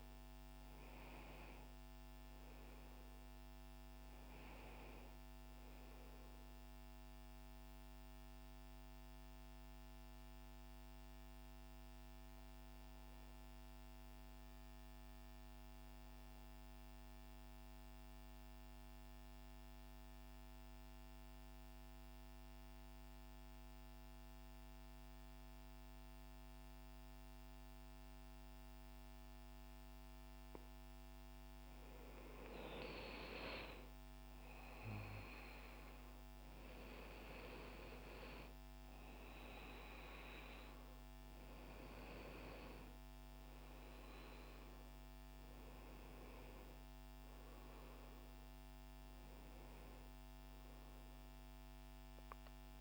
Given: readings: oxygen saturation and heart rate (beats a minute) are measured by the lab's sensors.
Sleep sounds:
breathing in sleep by a microphone on the trachea; 1
17.00-31.00 s: central apnea (oxygen 98% before, 93% lowest, heart rate 150 before, 67 extreme, up 17 after)
31.50-52.81 s: oxygen desaturation (device-marked, oxygen 98% before, 93% lowest, heart rate 108 before, 67 extreme)
32.50-37.00 s: arousal
From the record:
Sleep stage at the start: N1 (lightest sleep); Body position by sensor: on the right side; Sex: male

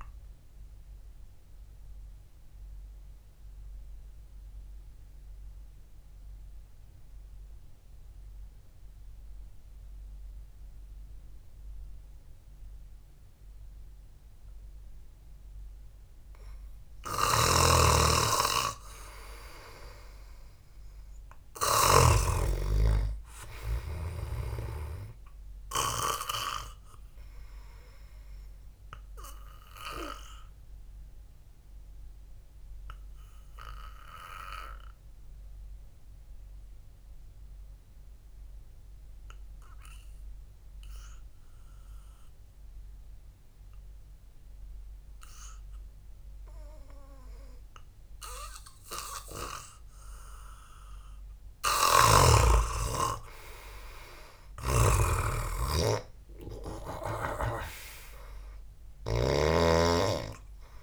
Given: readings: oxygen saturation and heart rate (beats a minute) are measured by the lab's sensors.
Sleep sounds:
breathing in sleep by a room microphone; 2
1.50-17.50 s: obstructive apnea (oxygen 96% before, 89% lowest, heart rate 60 before, 53 extreme, up 3 after)
17.50-22.50 s: snoring (device-marked)
18.50-30.50 s: oxygen desaturation (device-marked, oxygen 95% before, 91% lowest, heart rate 60 before, 54 extreme)
19.00-22.50 s: arousal
20.00-22.00 s: long interval between heartbeats (device-marked, heart rate 60 before, 60 extreme)
29.50-47.50 s: obstructive apnea (oxygen 96% before, 89% lowest, heart rate 60 before, 54 extreme, up 1 after)
42.50-50.50 s: oxygen desaturation (device-marked, oxygen 95% before, 89% lowest, heart rate 60 before, 54 extreme)
53.00-57.00 s: arousal
55.00-60.00 s: snoring (device-marked)
59.50-60.83 s: oxygen desaturation (device-marked, oxygen 97% before, 93% lowest, heart rate 63 before, 54 extreme)
From the record:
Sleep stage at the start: N2 (light sleep); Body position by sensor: on the back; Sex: male

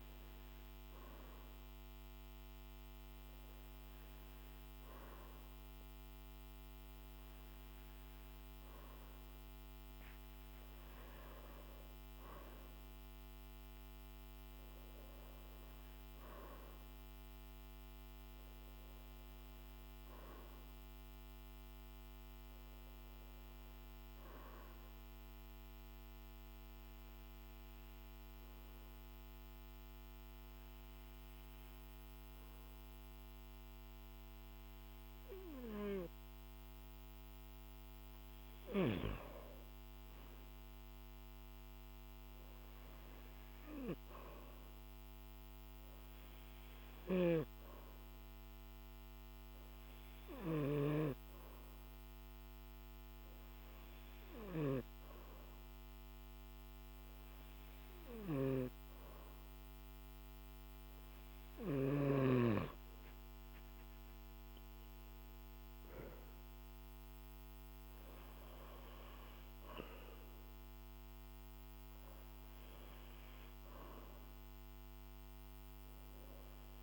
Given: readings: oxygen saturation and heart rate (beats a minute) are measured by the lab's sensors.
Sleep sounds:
breathing in sleep by a microphone on the trachea; 1
23.50-36.50 s: hypopnea (oxygen 95% before, 93% lowest, heart rate 53 before, 49 extreme, up 8 after)
40.00-44.00 s: arousal
From the record:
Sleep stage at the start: N2 (light sleep); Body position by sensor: on the back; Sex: male

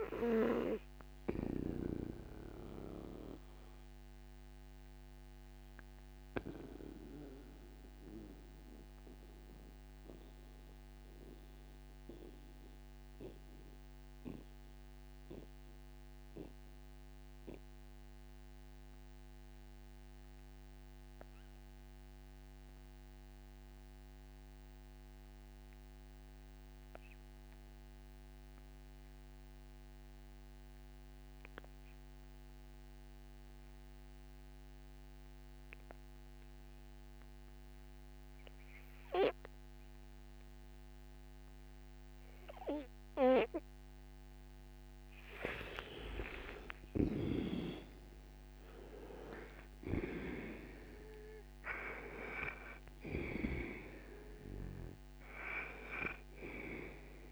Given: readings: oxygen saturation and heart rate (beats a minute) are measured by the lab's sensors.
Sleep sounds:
breathing in sleep by a microphone on the trachea; 1
0.00-21.50 s: oxygen desaturation (device-marked, oxygen 81% lowest, heart rate 60 extreme)
3.50-45.00 s: mixed apnea (oxygen 99% before, 76% lowest, heart rate 72 before, 60 extreme, up 29 after)
34.50-57.32 s: oxygen desaturation (device-marked, oxygen 98% before, 76% lowest, heart rate 61 before, 58 extreme)
46.50-51.00 s: arousal
46.50-53.00 s: snoring (device-marked)
From the record:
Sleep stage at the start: N2 (light sleep); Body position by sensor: on the right side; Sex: male

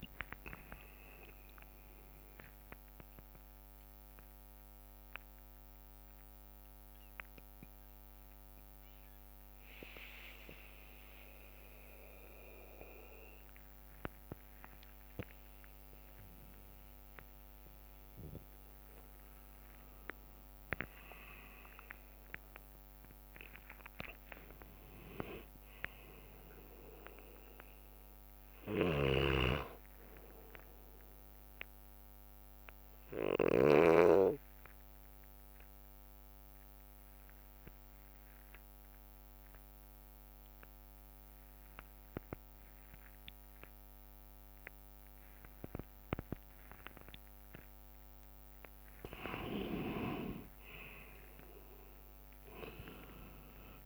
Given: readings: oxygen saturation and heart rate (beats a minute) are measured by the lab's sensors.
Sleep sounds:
breathing in sleep by a microphone on the trachea; 2
0.00-3.50 s: tachycardia (device-marked, heart rate 169 extreme)
0.00-9.50 s: drop in pulse transit time (device-marked, heart rate 90 extreme)
3.00-18.50 s: mixed apnea (oxygen 99% before, 90% lowest, heart rate 107 before, 57 extreme, up 15 after)
4.00-6.00 s: long interval between heartbeats (device-marked, heart rate 108 before, 103 extreme)
8.50-11.50 s: bradycardia (device-marked, heart rate 67 before, 77 extreme)
8.50-53.86 s: new sleep stage, N2 (light sleep)
20.50-25.00 s: arousal
28.50-34.00 s: snoring (device-marked)
32.00-48.50 s: obstructive apnea (oxygen 98% before, 89% lowest, heart rate 64 before, 57 extreme, up 17 after)
37.50-43.50 s: bradycardia (device-marked, heart rate 67 before, 59 extreme)
50.00-53.86 s: arousal
51.50-53.86 s: oxygen desaturation (device-marked, oxygen 98% before, 90% lowest, heart rate 60 before, 57 extreme)
From the record:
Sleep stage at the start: N1 (lightest sleep); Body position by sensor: on the back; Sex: male

